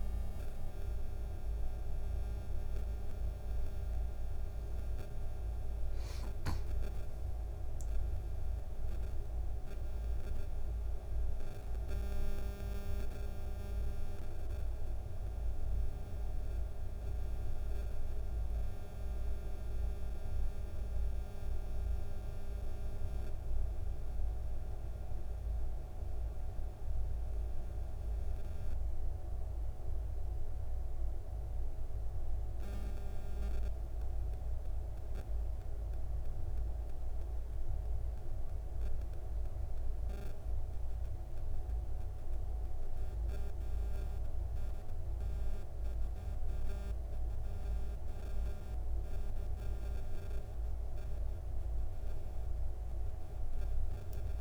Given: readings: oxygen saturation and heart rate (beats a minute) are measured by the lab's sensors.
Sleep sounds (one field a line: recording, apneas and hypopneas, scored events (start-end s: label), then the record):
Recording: breathing in sleep, hard to hear, by a room microphone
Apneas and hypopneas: none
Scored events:
none scored
From the record:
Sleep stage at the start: N2 (light sleep)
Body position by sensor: on the back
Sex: male